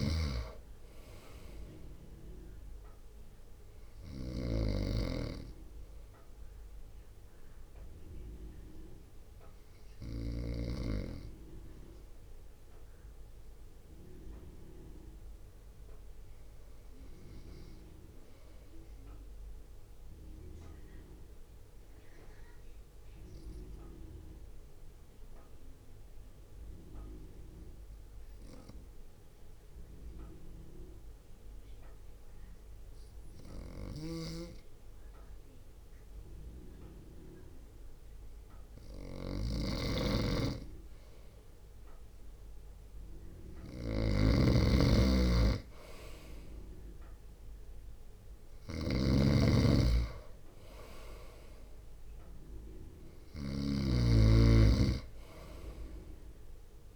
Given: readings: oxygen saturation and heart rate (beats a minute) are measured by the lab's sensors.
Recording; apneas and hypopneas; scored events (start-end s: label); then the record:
breathing in sleep by a room microphone; 1
0.00-9.00 s: drop in pulse transit time (device-marked, heart rate 53 extreme)
0.00-11.00 s: snoring (device-marked)
5.50-39.00 s: obstructive apnea (oxygen 97% before, 94% lowest, heart rate 57 before, 53 extreme, up 0 after)
34.00-56.96 s: snoring (device-marked)
41.00-44.50 s: arousal
43.00-56.96 s: drop in pulse transit time (device-marked, heart rate 56 before, 53 extreme)
From the record:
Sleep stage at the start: N2 (light sleep); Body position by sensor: on the front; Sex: male